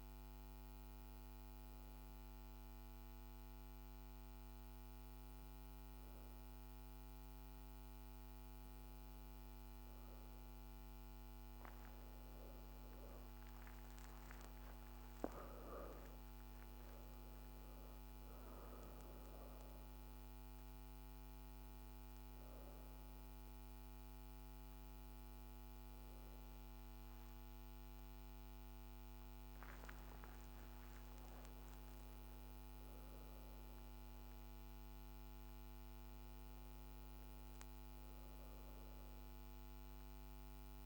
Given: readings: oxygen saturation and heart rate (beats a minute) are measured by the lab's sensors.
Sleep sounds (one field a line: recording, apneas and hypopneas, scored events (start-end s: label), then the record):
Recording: a person awake in a sleep study, hard to hear, by a microphone on the trachea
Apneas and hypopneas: none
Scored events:
8.00-38.00 s: new sleep stage, awake
38.00-40.86 s: new sleep stage, N1 (lightest sleep)
From the record:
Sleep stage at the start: N1 (lightest sleep)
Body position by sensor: on the back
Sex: female